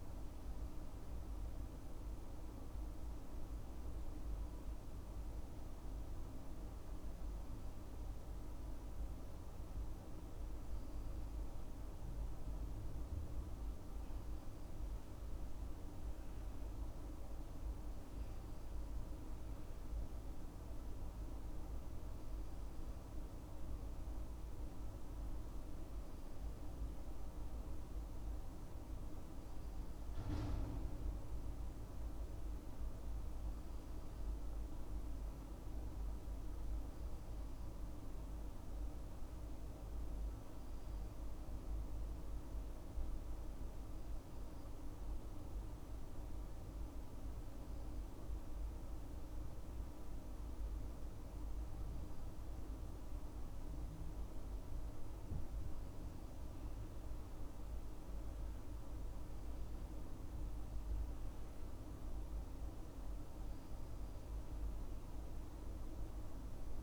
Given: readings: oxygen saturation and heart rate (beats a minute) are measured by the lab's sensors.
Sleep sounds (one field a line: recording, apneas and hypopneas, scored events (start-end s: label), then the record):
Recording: breathing in sleep, hard to hear, by a room microphone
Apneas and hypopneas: none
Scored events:
60.00-66.83 s: new sleep stage, N3 (deep sleep)
From the record:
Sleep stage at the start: N2 (light sleep)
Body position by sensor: on the left side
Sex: male